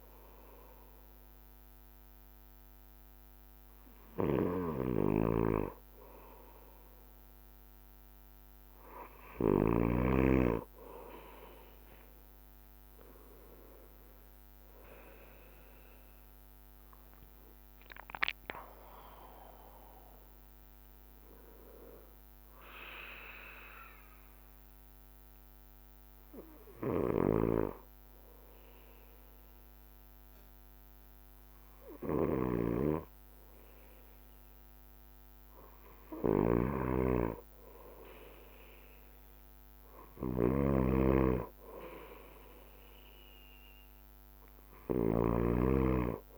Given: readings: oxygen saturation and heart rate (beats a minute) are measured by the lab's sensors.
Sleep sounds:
breathing in sleep by a microphone on the trachea; 1
0.00-46.38 s: bradycardia (device-marked)
12.50-26.50 s: drop in pulse transit time (device-marked, heart rate 55 before, 46 extreme)
14.00-17.50 s: arousal
17.50-19.50 s: long interval between heartbeats (device-marked, heart rate 55 before, 58 extreme)
22.50-35.00 s: hypopnea (oxygen 92% before, 90% lowest, heart rate 54 before, 44 extreme, up 12 after)
27.00-29.00 s: long interval between heartbeats (device-marked, heart rate 54 before, 54 extreme)
37.00-46.38 s: snoring (device-marked)
37.50-41.00 s: arousal
42.50-44.50 s: long interval between heartbeats (device-marked, heart rate 51 before, 56 extreme)
From the record:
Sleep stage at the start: N2 (light sleep); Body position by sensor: on the back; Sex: male

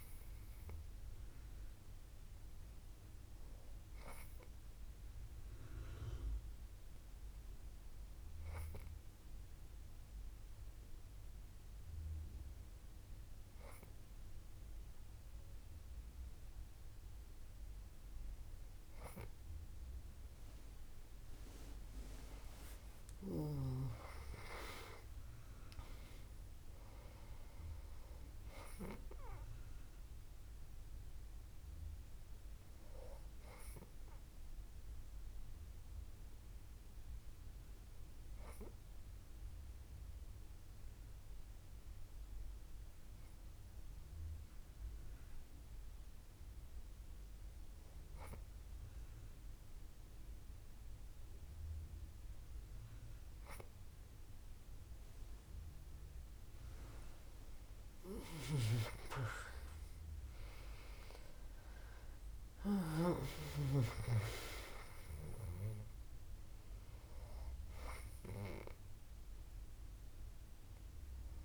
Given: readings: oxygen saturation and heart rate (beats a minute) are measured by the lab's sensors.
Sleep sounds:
breathing in sleep by a room microphone; 2
6.00-21.00 s: obstructive apnea (oxygen 99% before, 96% lowest, heart rate 68 before, 63 extreme, up 18 after)
22.50-27.00 s: arousal
38.50-55.00 s: obstructive apnea (oxygen 98% before, 96% lowest, heart rate 71 before, 62 extreme, up 8 after)
58.50-64.50 s: arousal
From the record:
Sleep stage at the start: N2 (light sleep); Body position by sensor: on the back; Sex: female

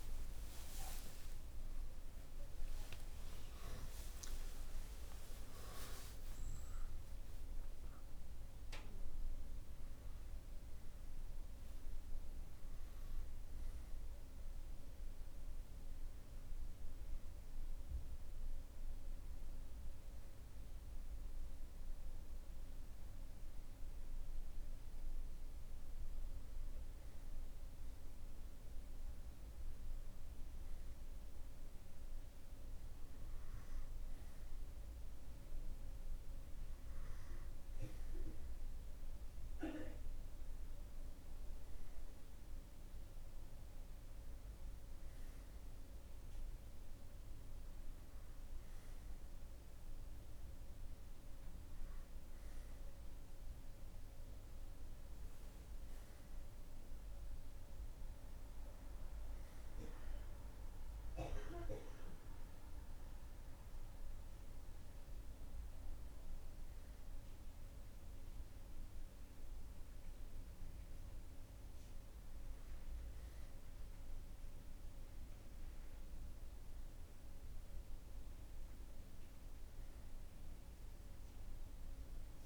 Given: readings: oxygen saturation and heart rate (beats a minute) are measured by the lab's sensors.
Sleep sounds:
a person partly awake in a sleep study, hard to hear, by a room microphone; none
30.00-60.00 s: new sleep stage, N1 (lightest sleep)
60.00-82.46 s: new sleep stage, N2 (light sleep)
From the record:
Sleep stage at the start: awake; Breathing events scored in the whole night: 321 in 7.1 hours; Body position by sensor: on the right side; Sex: male

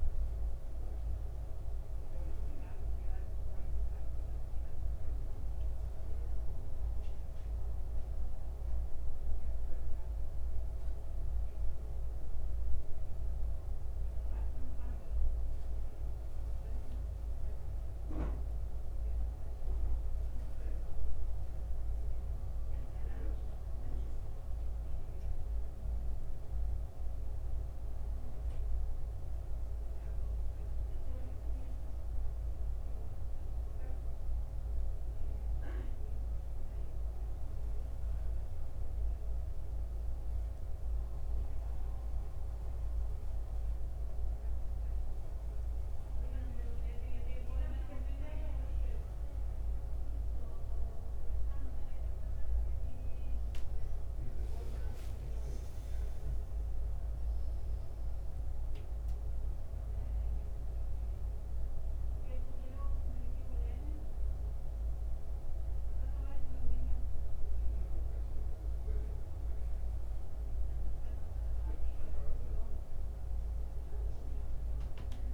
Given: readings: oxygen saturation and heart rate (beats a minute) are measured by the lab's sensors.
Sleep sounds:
breathing in sleep, hard to hear, by a room microphone; 2
0.00-13.00 s: oxygen desaturation (device-marked, oxygen 86% lowest, heart rate 72 extreme)
5.50-17.00 s: central apnea (oxygen 93% before, 87% lowest, heart rate 83 before, 72 extreme, up 8 after)
19.00-23.00 s: arousal
27.00-50.00 s: oxygen desaturation (device-marked, oxygen 95% before, 88% lowest, heart rate 76 before, 71 extreme)
37.00-48.00 s: obstructive apnea (oxygen 95% before, 88% lowest, heart rate 80 before, 71 extreme, up 10 after)
49.50-54.00 s: arousal
53.00-75.34 s: new sleep stage, N1 (lightest sleep)
66.00-75.34 s: oxygen desaturation (device-marked, oxygen 93% before, 89% lowest, heart rate 79 before, 78 extreme)
From the record:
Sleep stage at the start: N2 (light sleep); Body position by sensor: on the back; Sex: male

